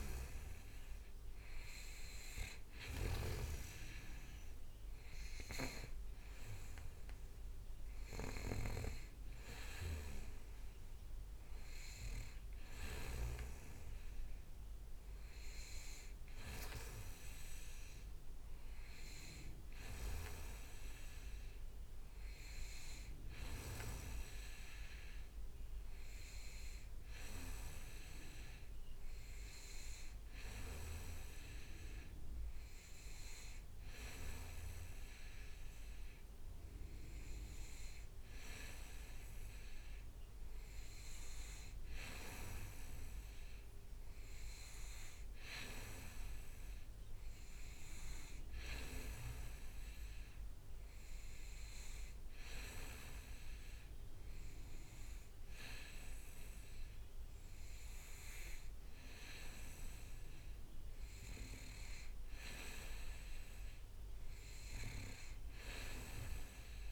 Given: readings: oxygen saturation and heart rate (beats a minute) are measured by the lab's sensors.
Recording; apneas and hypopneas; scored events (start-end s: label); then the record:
breathing in sleep by a room microphone; none
0.00-1.00 s: leg movement (device-marked)
16.50-22.50 s: leg movement (device-marked)
32.50-39.00 s: leg movement (device-marked)
From the record:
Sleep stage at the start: N2 (light sleep); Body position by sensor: on the back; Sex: male